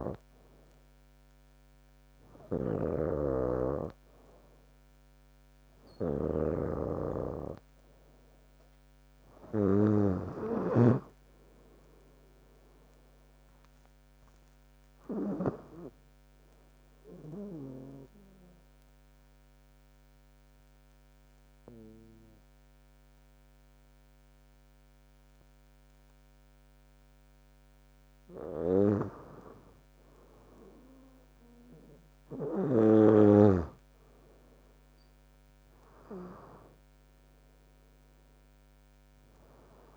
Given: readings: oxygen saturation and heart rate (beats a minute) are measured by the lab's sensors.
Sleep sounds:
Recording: breathing in sleep by a microphone on the trachea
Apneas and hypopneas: 1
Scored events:
0.00-15.50 s: snoring (device-marked)
16.50-28.50 s: mixed apnea (oxygen 95% before, 93% lowest, heart rate 71 before, 65 extreme, up 7 after)
28.50-33.00 s: snoring (device-marked)
35.50-39.00 s: arousal
From the record:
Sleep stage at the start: N3 (deep sleep)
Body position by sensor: on the back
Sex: female

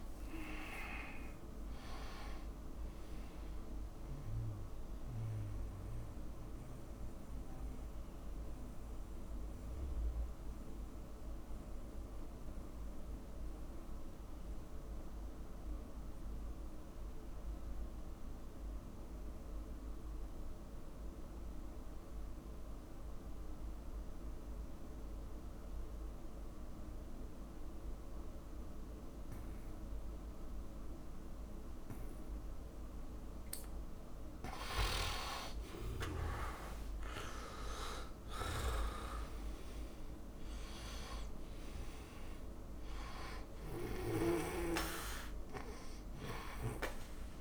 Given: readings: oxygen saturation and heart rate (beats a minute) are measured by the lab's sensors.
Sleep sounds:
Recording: breathing in sleep by a room microphone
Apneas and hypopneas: 1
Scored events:
0.00-23.50 s: oxygen desaturation (device-marked, oxygen 88% lowest, heart rate 54 extreme)
6.00-33.50 s: mixed apnea (oxygen 99% before, 86% lowest, heart rate 74 before, 54 extreme, up 15 after)
31.50-47.41 s: oxygen desaturation (device-marked, oxygen 100% before, 86% lowest, heart rate 60 before, 53 extreme)
35.50-39.00 s: arousal
From the record:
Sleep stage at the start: N2 (light sleep)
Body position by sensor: on the back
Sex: male

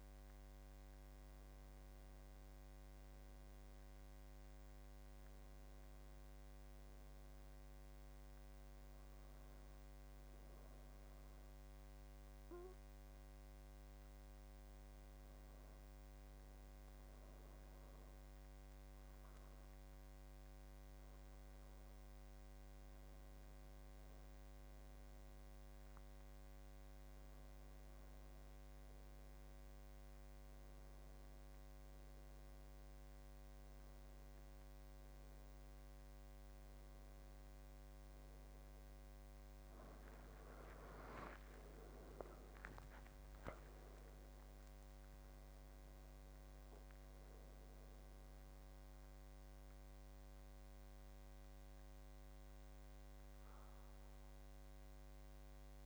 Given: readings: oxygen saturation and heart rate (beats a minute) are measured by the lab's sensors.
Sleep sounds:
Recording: breathing in sleep, hard to hear, by a microphone on the trachea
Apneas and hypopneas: 1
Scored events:
0.00-16.50 s: oxygen desaturation (device-marked, oxygen 92% lowest, heart rate 79 extreme)
11.50-23.50 s: hypopnea (oxygen 97% before, 89% lowest, heart rate 82 before, 79 extreme, up 4 after)
23.50-53.50 s: new sleep stage, N1 (lightest sleep)
40.50-44.50 s: arousal
53.50-55.86 s: new sleep stage, N2 (light sleep)
From the record:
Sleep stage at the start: N2 (light sleep)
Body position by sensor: on the back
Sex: male

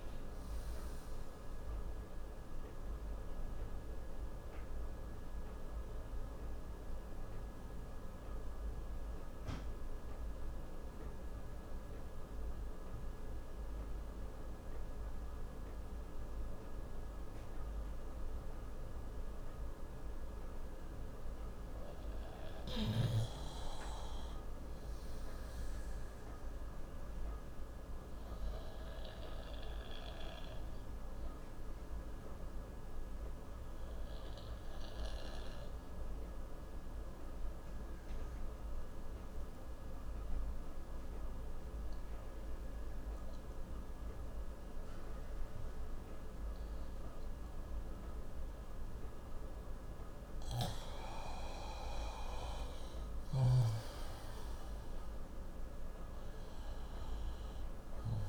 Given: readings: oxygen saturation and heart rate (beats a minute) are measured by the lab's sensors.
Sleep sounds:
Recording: breathing in sleep, hard to hear, by a room microphone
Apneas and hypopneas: 2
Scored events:
0.00-9.00 s: oxygen desaturation (device-marked, oxygen 91% lowest, heart rate 57 extreme)
2.50-20.00 s: obstructive apnea (oxygen 97% before, 90% lowest, heart rate 97 before, 57 extreme, up 7 after)
20.50-24.50 s: arousal
29.50-49.00 s: obstructive apnea (oxygen 98% before, 90% lowest, heart rate 59 before, 58 extreme, up 22 after)
30.00-48.00 s: oxygen desaturation (device-marked, oxygen 98% before, 93% lowest, heart rate 59 before, 58 extreme)
50.50-54.00 s: arousal
From the record:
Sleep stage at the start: N2 (light sleep)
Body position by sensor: on the left side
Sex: male

